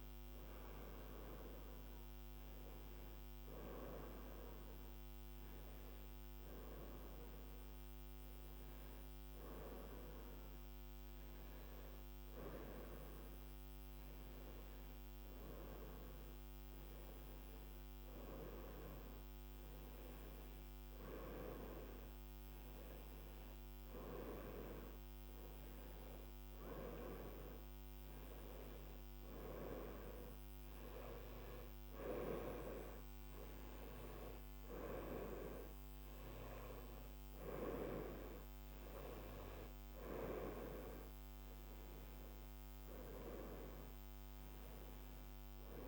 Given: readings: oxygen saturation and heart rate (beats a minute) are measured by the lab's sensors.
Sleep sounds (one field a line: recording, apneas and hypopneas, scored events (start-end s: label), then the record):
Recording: breathing in sleep by a microphone on the trachea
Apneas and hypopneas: none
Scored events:
0.00-1.00 s: arousal
From the record:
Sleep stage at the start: N1 (lightest sleep)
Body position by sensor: on the right side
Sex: female